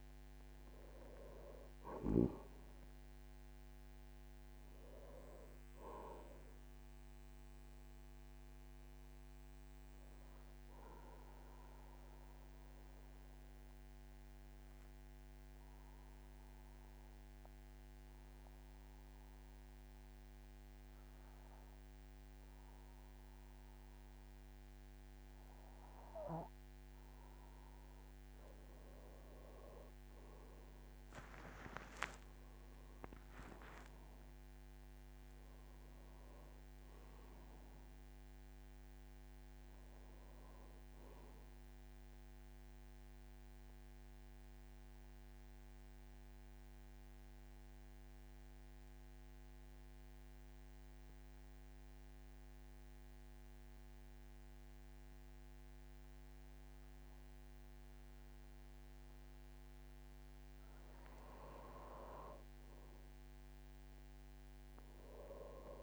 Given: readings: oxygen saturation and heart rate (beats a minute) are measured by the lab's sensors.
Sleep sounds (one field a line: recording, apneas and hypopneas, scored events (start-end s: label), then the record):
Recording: breathing in sleep by a microphone on the trachea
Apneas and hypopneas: 2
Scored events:
4.00-21.00 s: oxygen desaturation (device-marked, oxygen 98% before, 93% lowest, heart rate 52 before, 48 extreme)
9.50-27.50 s: obstructive apnea (oxygen 99% before, 91% lowest, heart rate 53 before, 47 extreme, up 10 after)
30.50-35.00 s: arousal
31.00-59.00 s: oxygen desaturation (device-marked, oxygen 98% before, 91% lowest, heart rate 51 before, 46 extreme)
42.50-60.00 s: mixed apnea (oxygen 98% before, 91% lowest, heart rate 56 before, 46 extreme, up 9 after)
60.00-64.00 s: arousal
From the record:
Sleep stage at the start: N2 (light sleep)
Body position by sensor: on the back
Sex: male